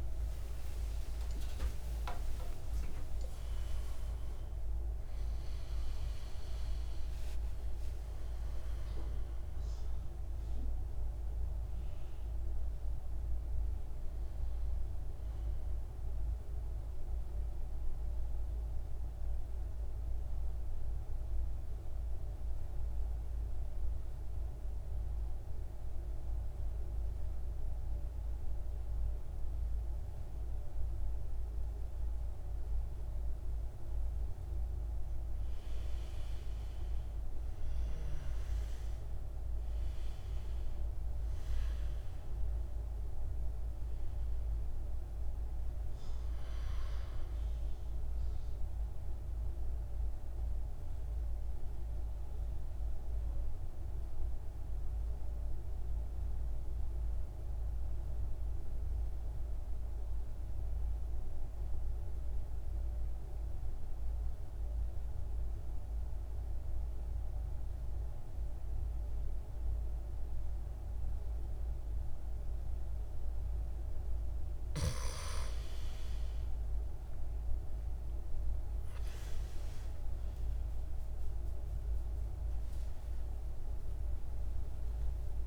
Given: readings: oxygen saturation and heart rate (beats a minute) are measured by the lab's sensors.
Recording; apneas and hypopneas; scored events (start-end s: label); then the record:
breathing in sleep, hard to hear, by a room microphone; 2
0.00-7.50 s: arousal
16.50-33.50 s: central apnea (oxygen 99% before, 86% lowest, heart rate 76 before, 50 extreme, up 11 after)
36.00-38.50 s: arousal
37.00-58.00 s: oxygen desaturation (device-marked, oxygen 99% before, 88% lowest, heart rate 57 before, 50 extreme)
47.00-74.00 s: mixed apnea (oxygen 99% before, 85% lowest, heart rate 57 before, 50 extreme, up 16 after)
73.00-85.47 s: oxygen desaturation (device-marked, oxygen 99% before, 85% lowest, heart rate 54 before, 54 extreme)
79.00-85.00 s: arousal
From the record:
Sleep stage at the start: N2 (light sleep); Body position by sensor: on the back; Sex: male